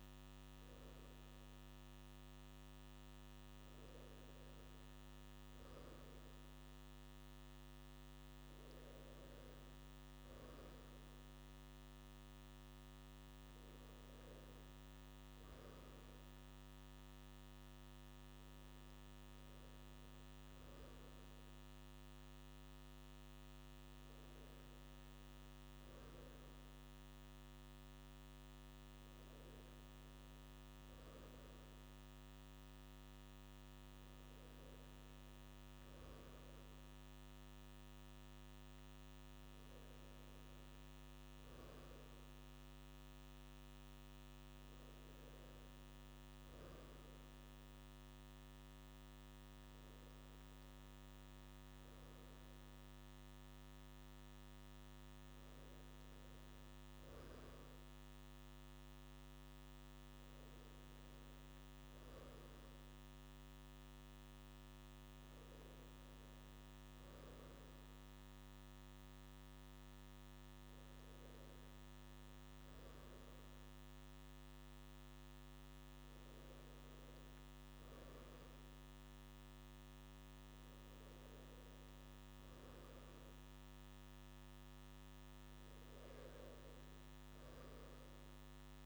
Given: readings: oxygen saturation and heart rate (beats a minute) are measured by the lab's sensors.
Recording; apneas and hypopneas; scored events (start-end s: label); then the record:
a person awake in a sleep study, hard to hear, by a microphone on the trachea; none
none scored
From the record:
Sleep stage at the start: awake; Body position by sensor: on the right side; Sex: male